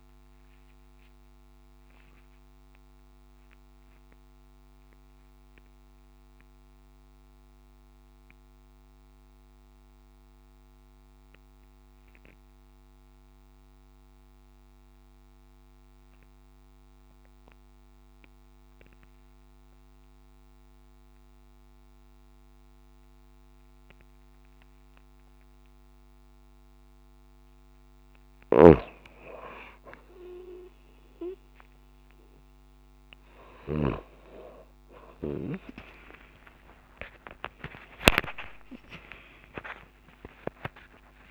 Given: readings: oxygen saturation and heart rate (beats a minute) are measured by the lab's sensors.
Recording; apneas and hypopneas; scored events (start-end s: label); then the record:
breathing in sleep by a microphone on the trachea; 1
1.00-26.50 s: mixed apnea (oxygen 95% before, 91% lowest)
1.50-3.50 s: long interval between heartbeats (device-marked)
18.50-20.50 s: long interval between heartbeats (device-marked)
23.00-25.00 s: long interval between heartbeats (device-marked)
30.00-35.50 s: arousal
35.00-41.31 s: oxygen desaturation (device-marked, oxygen 97% before, 92% lowest)
35.50-37.50 s: long interval between heartbeats (device-marked)
From the record:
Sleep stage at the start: N2 (light sleep); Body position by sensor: on the right side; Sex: female